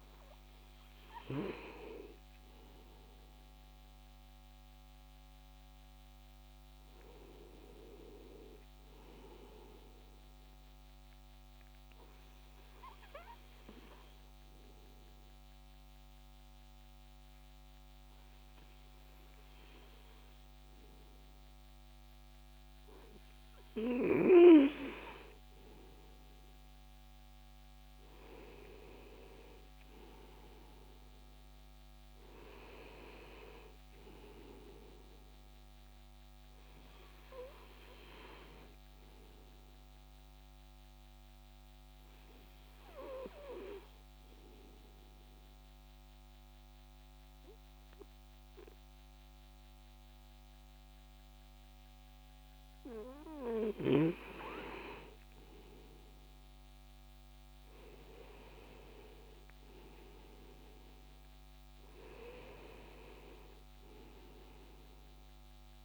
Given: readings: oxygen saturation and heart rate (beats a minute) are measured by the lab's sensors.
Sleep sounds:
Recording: breathing in sleep by a microphone on the trachea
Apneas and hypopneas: 2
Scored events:
2.00-65.85 s: new sleep stage, N2 (light sleep)
9.50-23.00 s: obstructive apnea (oxygen 99% before, 95% lowest, heart rate 65 before, 59 extreme, up 30 after)
25.50-29.50 s: arousal
40.00-53.50 s: obstructive apnea (oxygen 98% before, 95% lowest, heart rate 79 before, 61 extreme, up 18 after)
55.50-60.00 s: arousal
From the record:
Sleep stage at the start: N1 (lightest sleep)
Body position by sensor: on the right side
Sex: male

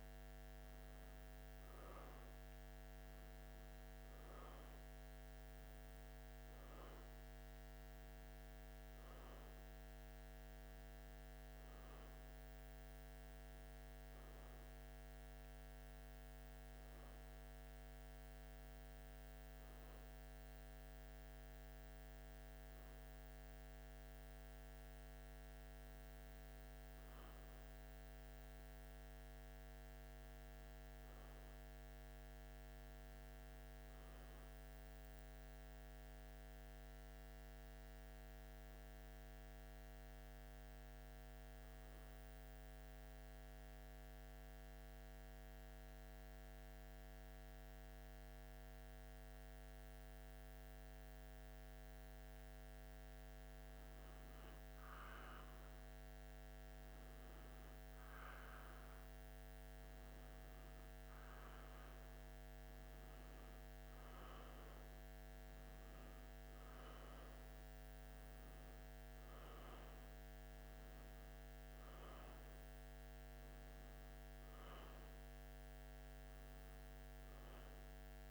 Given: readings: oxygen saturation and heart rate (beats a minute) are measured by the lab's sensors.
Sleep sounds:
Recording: breathing in sleep, hard to hear, by a microphone on the trachea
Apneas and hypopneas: 1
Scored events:
23.50-41.50 s: oxygen desaturation (device-marked, oxygen 95% before, 90% lowest, heart rate 83 before, 79 extreme)
42.50-52.50 s: central apnea (oxygen 96% before, 91% lowest, heart rate 83 before, 79 extreme, up 5 after)
54.50-59.00 s: arousal
From the record:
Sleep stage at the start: N1 (lightest sleep)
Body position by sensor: on the back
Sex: male

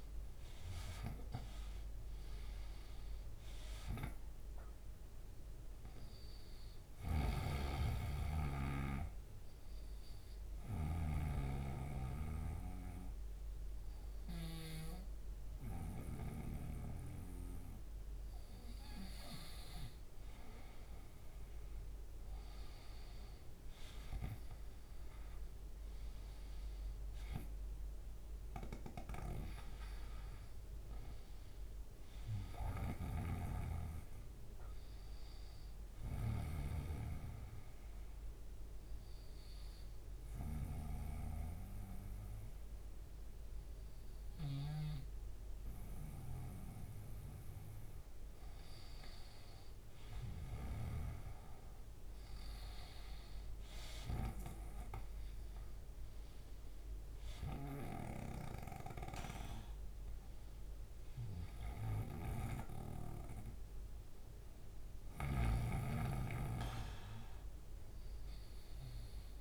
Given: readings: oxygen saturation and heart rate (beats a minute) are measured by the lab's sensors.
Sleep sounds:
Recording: breathing in sleep by a room microphone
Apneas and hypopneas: 2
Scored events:
0.00-2.50 s: arousal
6.50-14.00 s: snoring (device-marked)
7.00-18.00 s: obstructive apnea (oxygen 97% before, 91% lowest, heart rate 70 before, 69 extreme, up 0 after)
13.50-26.50 s: oxygen desaturation (device-marked, oxygen 97% before, 91% lowest, heart rate 71 before, 67 extreme)
25.00-29.50 s: arousal
32.00-36.00 s: snoring (device-marked)
36.50-47.50 s: obstructive apnea (oxygen 97% before, 93% lowest, heart rate 70 before, 67 extreme, up 4 after)
51.00-54.00 s: arousal
61.50-69.41 s: snoring (device-marked)
63.50-69.41 s: oxygen desaturation (device-marked, oxygen 97% before, 93% lowest, heart rate 70 before, 68 extreme)
From the record:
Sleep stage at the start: N2 (light sleep)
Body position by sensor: on the right side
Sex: male

